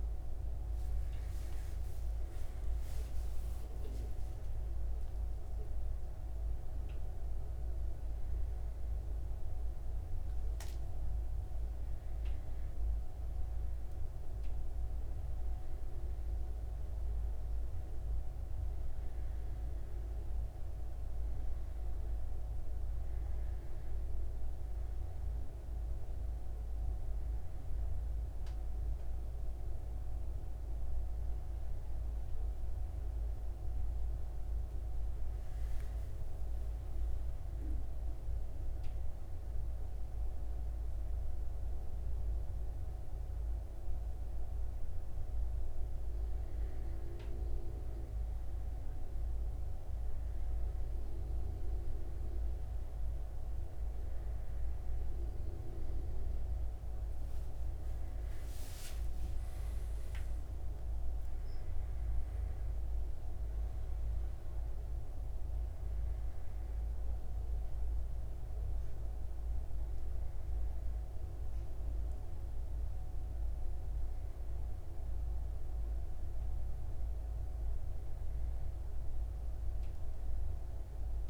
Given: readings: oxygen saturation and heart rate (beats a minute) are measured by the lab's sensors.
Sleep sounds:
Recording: breathing in sleep, hard to hear, by a room microphone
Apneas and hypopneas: none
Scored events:
0.00-16.50 s: oxygen desaturation (device-marked, oxygen 94% lowest, heart rate 74 extreme)
55.50-59.50 s: arousal
From the record:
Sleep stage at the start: N2 (light sleep)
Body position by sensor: on the back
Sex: male

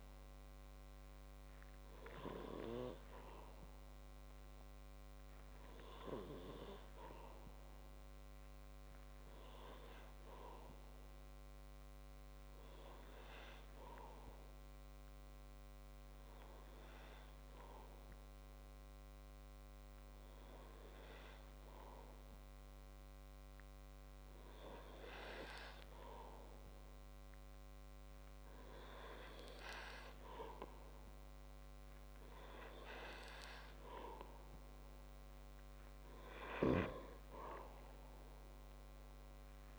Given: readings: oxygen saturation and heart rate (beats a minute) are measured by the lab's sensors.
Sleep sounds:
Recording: breathing in sleep by a microphone on the trachea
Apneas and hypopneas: 1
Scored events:
10.00-21.50 s: hypopnea (oxygen 95% before, 94% lowest, heart rate 66 before, 55 extreme, up 5 after)
23.50-27.00 s: arousal
From the record:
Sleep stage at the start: N2 (light sleep)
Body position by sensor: on the back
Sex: male

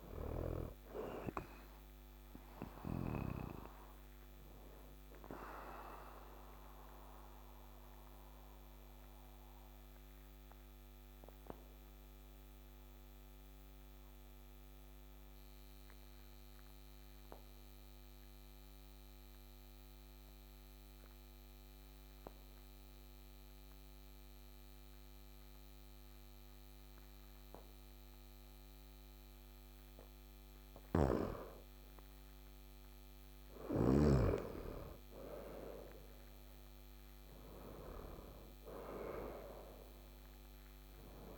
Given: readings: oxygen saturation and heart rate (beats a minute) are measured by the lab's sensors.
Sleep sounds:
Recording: breathing in sleep by a microphone on the trachea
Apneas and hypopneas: 1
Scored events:
0.00-22.50 s: oxygen desaturation (device-marked, oxygen 86% lowest, heart rate 52 extreme)
4.50-30.50 s: obstructive apnea (oxygen 99% before, 86% lowest, heart rate 60 before, 52 extreme, up 7 after)
30.00-33.50 s: snoring (device-marked)
33.00-36.50 s: arousal
36.50-41.38 s: oxygen desaturation (device-marked, oxygen 99% before, 91% lowest, heart rate 55 before, 52 extreme)
From the record:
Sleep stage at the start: N2 (light sleep)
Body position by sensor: on the back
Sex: male

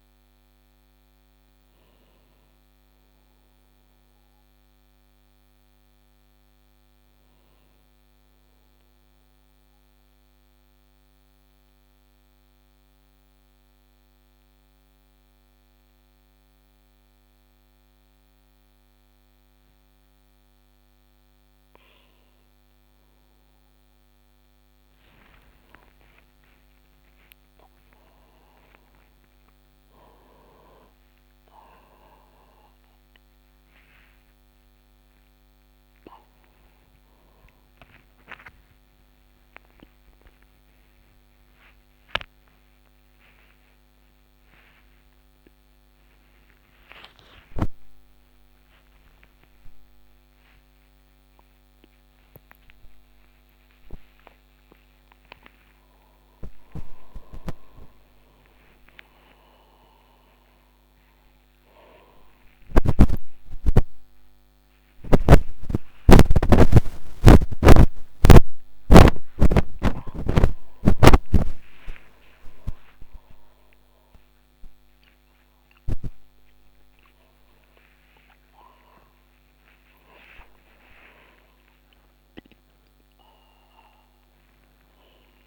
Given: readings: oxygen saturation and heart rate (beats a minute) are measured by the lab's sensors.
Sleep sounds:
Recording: a person awake in a sleep study, by a microphone on the trachea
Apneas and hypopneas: 1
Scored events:
9.50-21.00 s: mixed apnea (oxygen 99% before, 95% lowest, heart rate 44 before, 34 extreme, up 13 after)
20.00-85.47 s: new sleep stage, awake
From the record:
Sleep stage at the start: N1 (lightest sleep)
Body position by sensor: on the back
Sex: male

